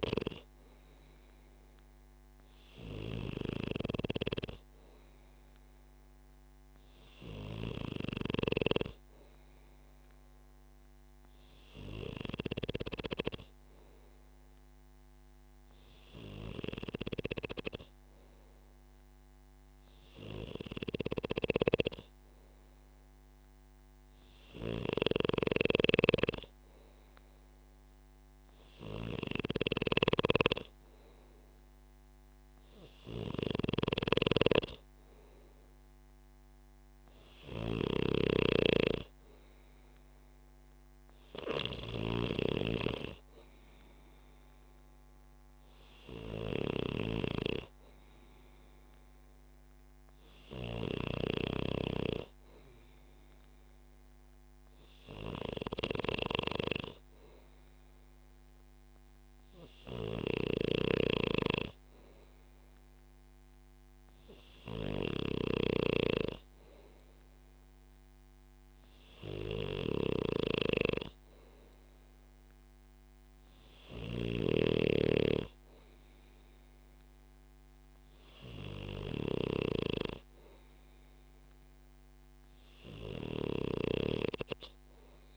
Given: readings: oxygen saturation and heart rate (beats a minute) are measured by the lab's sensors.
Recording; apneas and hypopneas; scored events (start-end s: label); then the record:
breathing in sleep by a microphone on the trachea; none
0.00-8.00 s: snoring (device-marked)
25.00-51.00 s: snoring (device-marked)
60.50-85.36 s: snoring (device-marked)
From the record:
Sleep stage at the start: N2 (light sleep); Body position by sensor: on the back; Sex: male